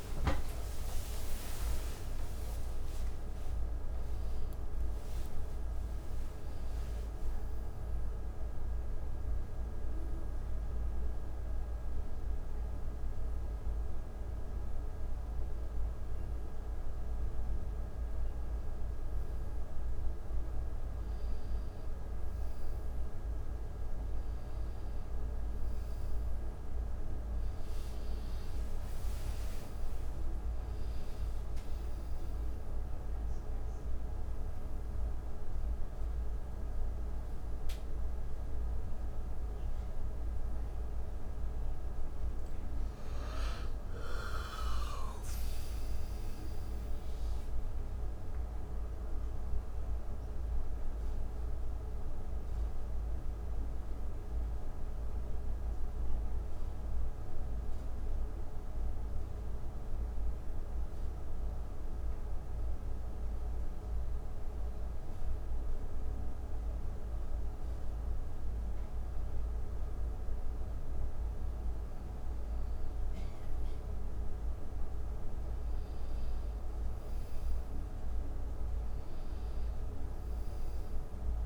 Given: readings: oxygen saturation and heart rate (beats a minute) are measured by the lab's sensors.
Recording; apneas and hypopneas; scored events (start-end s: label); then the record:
a person partly awake in a sleep study, hard to hear, by a room microphone; 1
23.50-42.50 s: oxygen desaturation (device-marked, oxygen 94% before, 89% lowest, heart rate 94 before, 71 extreme)
38.50-68.50 s: new sleep stage, N1 (lightest sleep)
50.50-69.00 s: hypopnea (oxygen 94% before, 89% lowest, heart rate 82 before, 71 extreme, up 5 after)
68.50-81.46 s: new sleep stage, N2 (light sleep)
68.50-81.46 s: oxygen desaturation (device-marked, oxygen 97% before, 89% lowest, heart rate 78 before, 74 extreme)
70.50-75.50 s: arousal
From the record:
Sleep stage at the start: awake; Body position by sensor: on the back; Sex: male